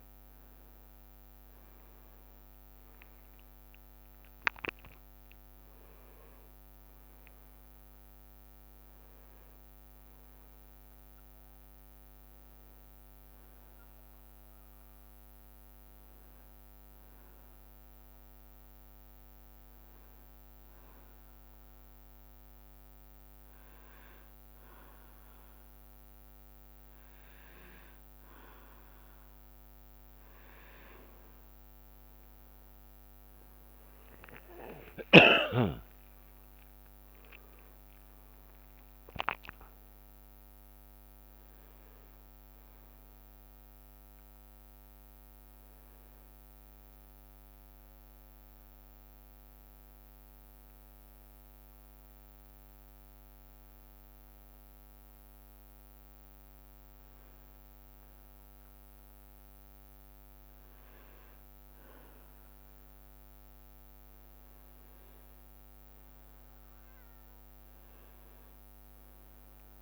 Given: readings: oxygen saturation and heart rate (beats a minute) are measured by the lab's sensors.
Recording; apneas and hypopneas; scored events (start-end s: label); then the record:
breathing in sleep by a microphone on the trachea; 2
0.00-3.50 s: arousal
1.00-4.50 s: leg movement (device-marked)
4.00-22.00 s: oxygen desaturation (device-marked, oxygen 96% before, 93% lowest, heart rate 70 before, 64 extreme)
16.50-29.00 s: hypopnea (oxygen 96% before, 94% lowest, heart rate 73 before, 64 extreme, up 1 after)
31.00-32.50 s: leg movement (device-marked)
34.50-38.00 s: leg movement (device-marked)
34.50-40.00 s: arousal
35.00-53.00 s: oxygen desaturation (device-marked, oxygen 98% before, 94% lowest, heart rate 70 before, 64 extreme)
44.00-45.00 s: leg movement (device-marked)
49.00-62.50 s: hypopnea (oxygen 98% before, 95% lowest, heart rate 70 before, 64 extreme, up 4 after)
65.00-69.00 s: arousal
66.00-69.82 s: oxygen desaturation (device-marked, oxygen 99% before, 95% lowest, heart rate 68 before, 64 extreme)
From the record:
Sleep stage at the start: N2 (light sleep); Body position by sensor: on the back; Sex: male